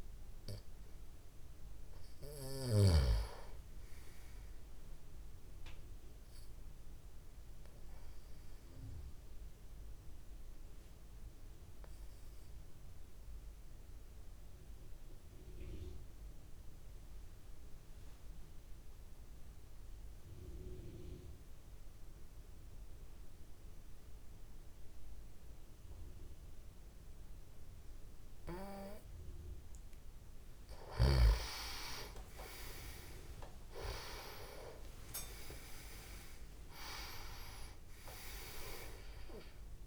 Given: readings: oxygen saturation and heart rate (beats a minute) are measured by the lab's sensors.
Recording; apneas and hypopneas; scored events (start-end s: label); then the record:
breathing in sleep by a room microphone; 1
5.00-17.00 s: oxygen desaturation (device-marked, oxygen 97% before, 93% lowest)
7.50-29.50 s: obstructive apnea (oxygen 98% before, 87% lowest)
26.00-39.87 s: oxygen desaturation (device-marked, oxygen 97% before, 87% lowest, heart rate 46 before, 26 extreme)
31.50-35.00 s: arousal
From the record:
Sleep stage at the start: N2 (light sleep); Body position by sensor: on the back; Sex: male